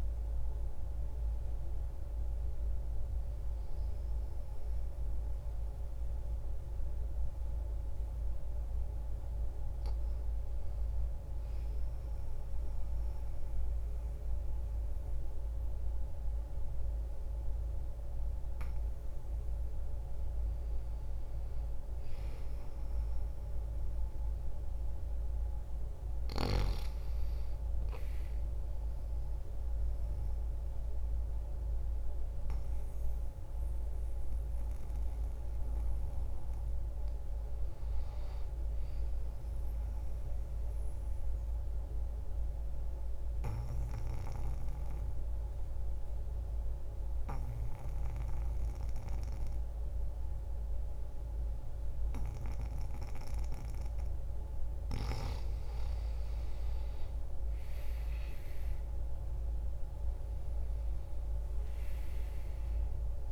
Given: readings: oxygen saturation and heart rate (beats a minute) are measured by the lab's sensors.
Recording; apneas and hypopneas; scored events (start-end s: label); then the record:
breathing in sleep, hard to hear, by a room microphone; 2
4.50-63.32 s: new sleep stage, N2 (light sleep)
11.00-21.00 s: obstructive apnea (oxygen 98% before, 89% lowest)
12.50-47.50 s: oxygen desaturation (device-marked, oxygen 97% before, 92% lowest)
23.50-27.50 s: arousal
40.50-54.00 s: obstructive apnea (oxygen 97% before, 87% lowest)
55.50-59.00 s: arousal
From the record:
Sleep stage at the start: N1 (lightest sleep); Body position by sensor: on the back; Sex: male